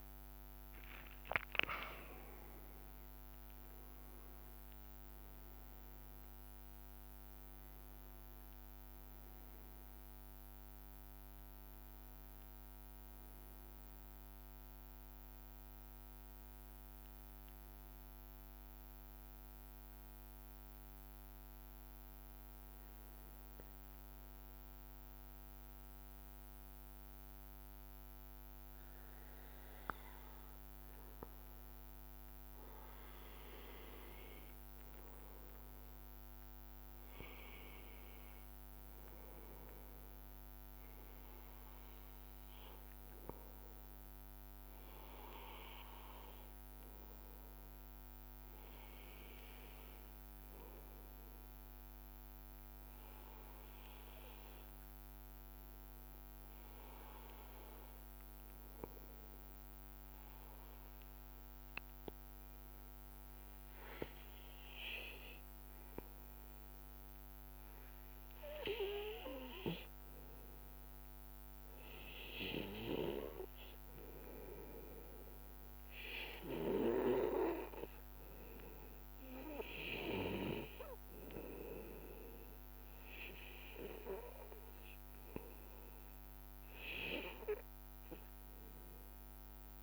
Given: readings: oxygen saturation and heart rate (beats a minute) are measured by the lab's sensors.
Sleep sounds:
breathing in sleep by a microphone on the trachea; 1
0.00-12.50 s: oxygen desaturation (device-marked, oxygen 93% lowest, heart rate 82 extreme)
44.50-48.50 s: arousal
52.00-65.50 s: obstructive apnea (oxygen 97% before, 94% lowest, heart rate 83 before, 80 extreme, up 3 after)
68.50-71.00 s: arousal
From the record:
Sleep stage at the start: N2 (light sleep); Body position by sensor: on the back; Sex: male

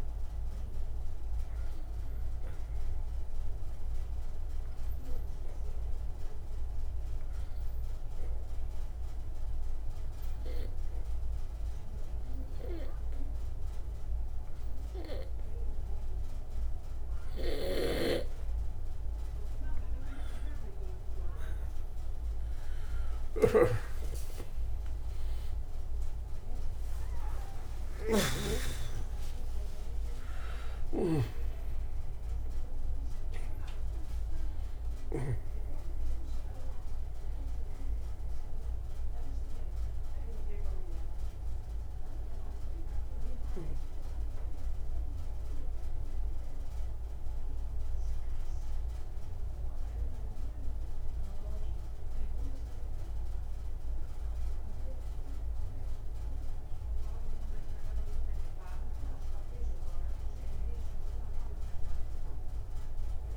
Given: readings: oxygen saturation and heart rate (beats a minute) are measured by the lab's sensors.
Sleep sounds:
a person awake in a sleep study, by a room microphone; 1
0.00-6.50 s: oxygen desaturation (device-marked, oxygen 92% lowest, heart rate 59 extreme)
1.50-17.50 s: obstructive apnea (oxygen 97% before, 89% lowest, heart rate 60 before, 59 extreme, up 16 after)
14.50-63.37 s: new sleep stage, awake
23.50-29.00 s: snoring (device-marked)
41.50-59.50 s: oxygen desaturation (device-marked, oxygen 94% before, 89% lowest, heart rate 85 before, 61 extreme)
From the record:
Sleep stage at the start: N2 (light sleep); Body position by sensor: on the back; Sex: male

